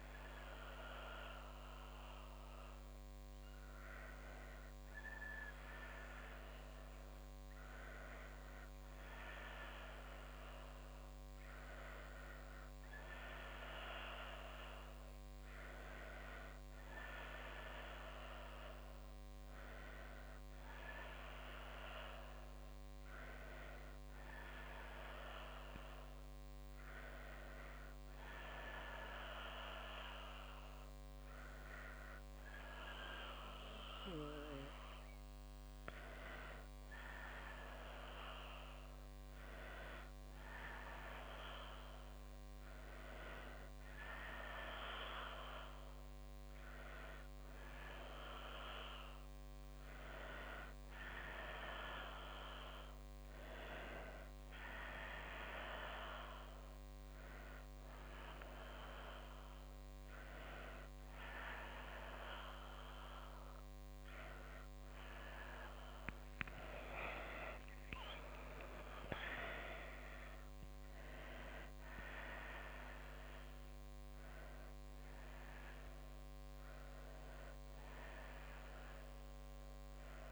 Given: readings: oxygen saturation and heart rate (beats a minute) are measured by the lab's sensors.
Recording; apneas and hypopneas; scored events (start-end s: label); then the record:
a person awake in a sleep study, by a microphone on the trachea; none
none scored
From the record:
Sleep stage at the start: awake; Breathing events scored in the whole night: 360 in 4.1 hours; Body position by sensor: on the back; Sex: female